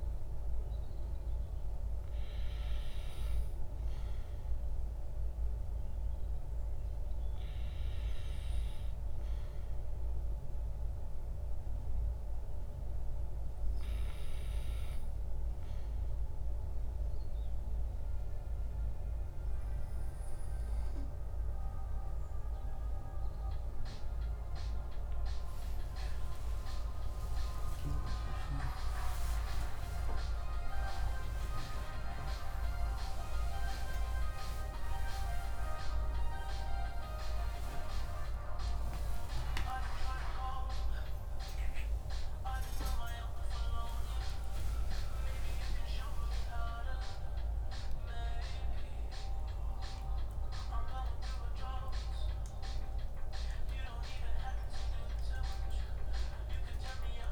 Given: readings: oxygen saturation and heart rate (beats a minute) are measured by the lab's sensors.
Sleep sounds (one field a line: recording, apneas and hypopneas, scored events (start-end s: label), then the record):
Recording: a person partly awake in a sleep study, by a room microphone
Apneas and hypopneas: 1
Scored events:
4.00-23.50 s: hypopnea (oxygen 97% before, 93% lowest, heart rate 52 before, 46 extreme)
34.00-57.32 s: new sleep stage, awake
45.00-51.00 s: oxygen desaturation (device-marked, oxygen 96% before, 93% lowest, heart rate 124 before, 91 extreme)
From the record:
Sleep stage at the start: N2 (light sleep)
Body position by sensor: on the back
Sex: male